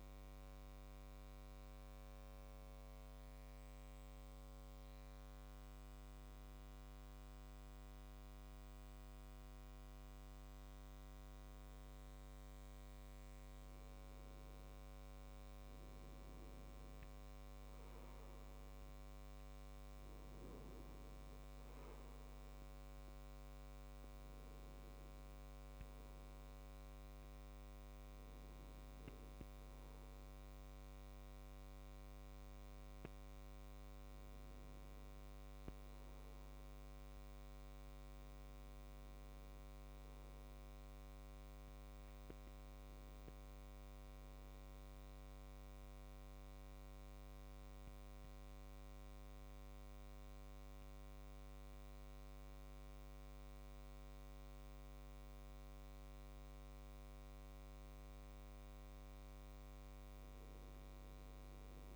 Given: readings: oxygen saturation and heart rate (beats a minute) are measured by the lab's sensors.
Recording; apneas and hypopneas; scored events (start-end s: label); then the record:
breathing in sleep, hard to hear, by a microphone on the trachea; 2
1.00-14.00 s: obstructive apnea (oxygen 97% before, 94% lowest, heart rate 70 before, 64 extreme, up 4 after)
16.50-20.50 s: arousal
44.50-57.50 s: obstructive apnea (oxygen 97% before, 93% lowest, heart rate 67 before, 68 extreme, up 4 after)
From the record:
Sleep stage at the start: N2 (light sleep); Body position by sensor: on the right side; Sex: male